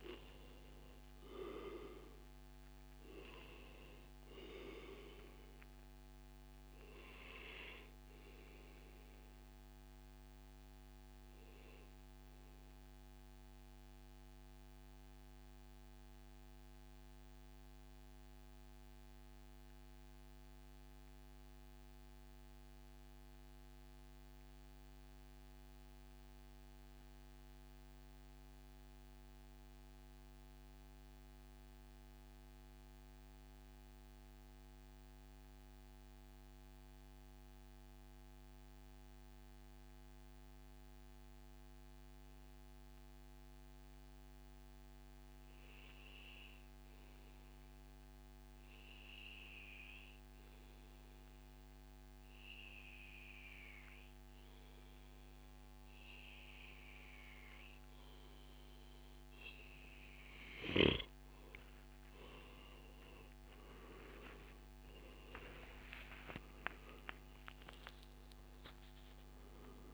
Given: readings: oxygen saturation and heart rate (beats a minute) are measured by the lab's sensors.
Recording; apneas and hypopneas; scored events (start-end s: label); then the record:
breathing in sleep by a microphone on the trachea; 1
0.00-8.00 s: oxygen desaturation (device-marked, oxygen 90% lowest, heart rate 103 extreme)
6.00-59.50 s: mixed apnea (oxygen 96% before, 90% lowest, heart rate 134 before, 97 extreme, up 47 after)
10.00-12.00 s: long interval between heartbeats (device-marked, heart rate 139 before, 125 extreme)
17.50-19.50 s: long interval between heartbeats (device-marked, heart rate 133 before, 109 extreme)
29.50-31.50 s: long interval between heartbeats (device-marked, heart rate 114 before, 112 extreme)
48.00-69.94 s: oxygen desaturation (device-marked, oxygen 98% before, 90% lowest, heart rate 109 before, 97 extreme)
63.50-68.50 s: arousal
From the record:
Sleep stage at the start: N2 (light sleep); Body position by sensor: on the back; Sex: male